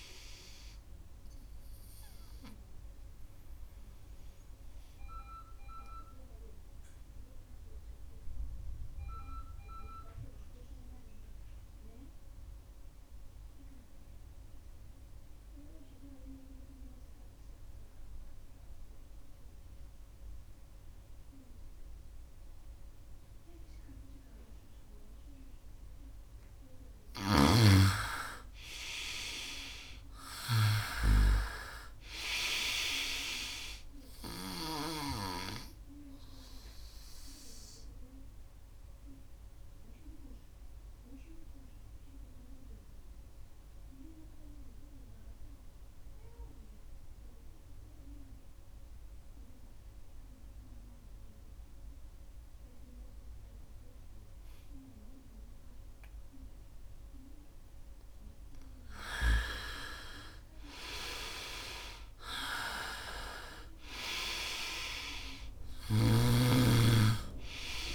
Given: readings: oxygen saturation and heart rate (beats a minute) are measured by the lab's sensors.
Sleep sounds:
breathing in sleep by a room microphone; 2
0.00-17.00 s: oxygen desaturation (device-marked, oxygen 85% lowest, heart rate 65 extreme)
2.50-26.00 s: obstructive apnea (oxygen 98% before, 85% lowest, heart rate 69 before, 65 extreme, up 3 after)
28.00-31.50 s: arousal
30.00-54.00 s: oxygen desaturation (device-marked, oxygen 98% before, 86% lowest, heart rate 68 before, 64 extreme)
35.50-57.00 s: obstructive apnea (oxygen 99% before, 86% lowest, heart rate 69 before, 63 extreme, up 2 after)
56.00-67.95 s: oxygen desaturation (device-marked, oxygen 98% before, 87% lowest, heart rate 71 before, 63 extreme)
58.50-62.00 s: arousal
From the record:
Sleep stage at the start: N2 (light sleep); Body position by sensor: on the right side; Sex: male

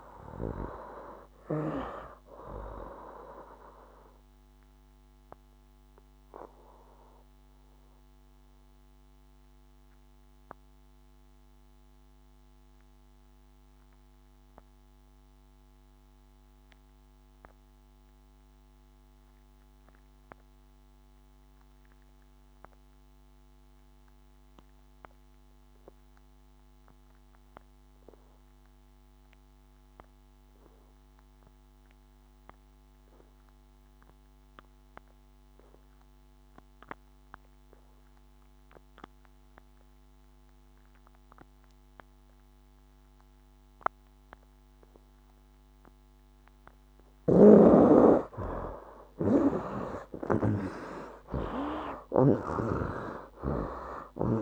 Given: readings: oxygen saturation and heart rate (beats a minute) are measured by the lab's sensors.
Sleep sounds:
breathing in sleep by a microphone on the trachea; 1
0.00-1.00 s: long interval between heartbeats (device-marked, heart rate 99 extreme)
0.00-15.00 s: oxygen desaturation (device-marked, oxygen 75% lowest, heart rate 67 extreme)
5.50-45.50 s: obstructive apnea (oxygen 96% before, 71% lowest, heart rate 85 before, 67 extreme, up 13 after)
28.00-54.42 s: oxygen desaturation (device-marked, oxygen 98% before, 71% lowest, heart rate 73 before, 65 extreme)
46.50-52.00 s: snoring (device-marked)
50.50-54.42 s: arousal
From the record:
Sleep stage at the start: N2 (light sleep); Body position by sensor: on the right side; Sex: male

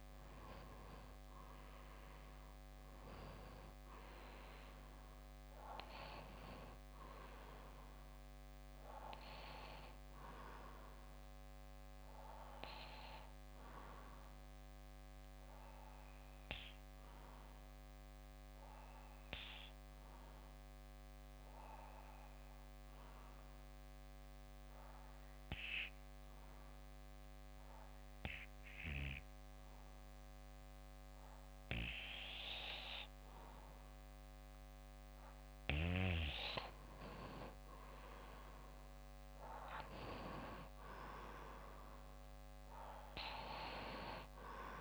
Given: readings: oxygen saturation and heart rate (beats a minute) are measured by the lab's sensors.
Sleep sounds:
breathing in sleep by a microphone on the trachea; 1
0.00-1.50 s: arousal
9.50-29.50 s: bradycardia (device-marked, heart rate 61 before, 58 extreme)
14.50-33.50 s: obstructive apnea (oxygen 94% before, 92% lowest, heart rate 63 before, 57 extreme, up 4 after)
38.00-42.00 s: arousal
From the record:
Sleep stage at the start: N2 (light sleep); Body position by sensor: on the back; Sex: male

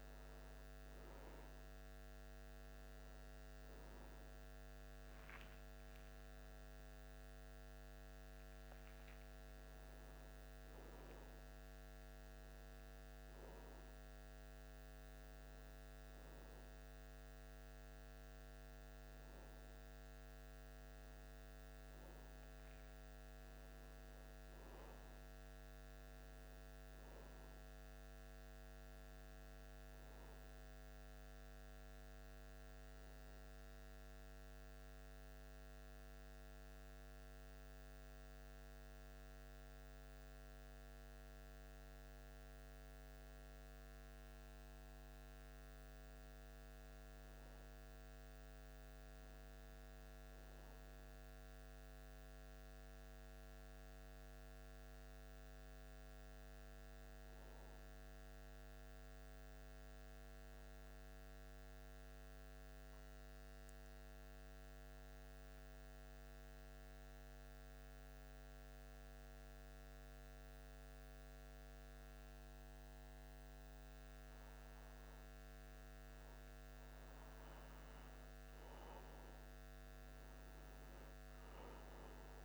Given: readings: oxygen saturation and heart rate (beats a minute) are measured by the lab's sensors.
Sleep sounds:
a person partly awake in a sleep study, hard to hear, by a microphone on the trachea; 2
15.50-82.45 s: new sleep stage, N1 (lightest sleep)
32.50-43.00 s: obstructive apnea (oxygen 92% before, 89% lowest, heart rate 77 before, 76 extreme, up 1 after)
45.50-50.50 s: arousal
57.50-75.00 s: central apnea (oxygen 99% before, 87% lowest, heart rate 76 before, 74 extreme, up 2 after)
76.00-81.00 s: arousal
From the record:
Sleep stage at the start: awake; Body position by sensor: on the back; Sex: male

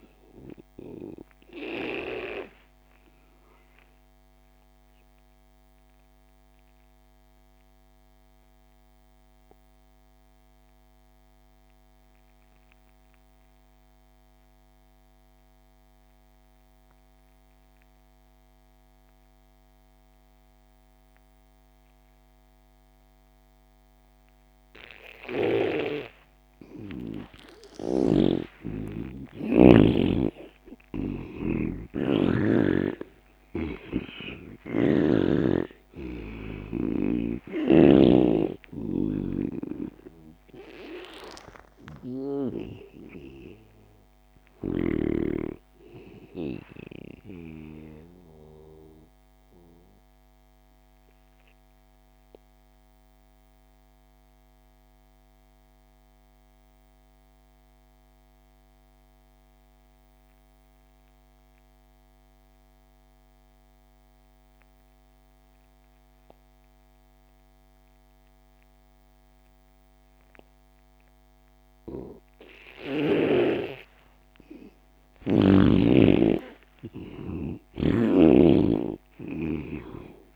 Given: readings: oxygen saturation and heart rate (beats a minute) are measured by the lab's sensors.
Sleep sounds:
breathing in sleep by a microphone on the trachea; 2
0.00-12.50 s: oxygen desaturation (device-marked, oxygen 83% lowest)
1.00-26.00 s: mixed apnea (oxygen 98% before, 83% lowest)
25.50-48.50 s: oxygen desaturation (device-marked, oxygen 98% before, 85% lowest)
27.00-30.50 s: arousal
30.00-35.00 s: snoring (device-marked)
47.50-73.50 s: obstructive apnea (oxygen 98% before, 82% lowest)
68.50-80.36 s: oxygen desaturation (device-marked, oxygen 98% before, 84% lowest)
75.50-80.00 s: arousal
From the record:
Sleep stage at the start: N2 (light sleep); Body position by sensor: on the back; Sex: male

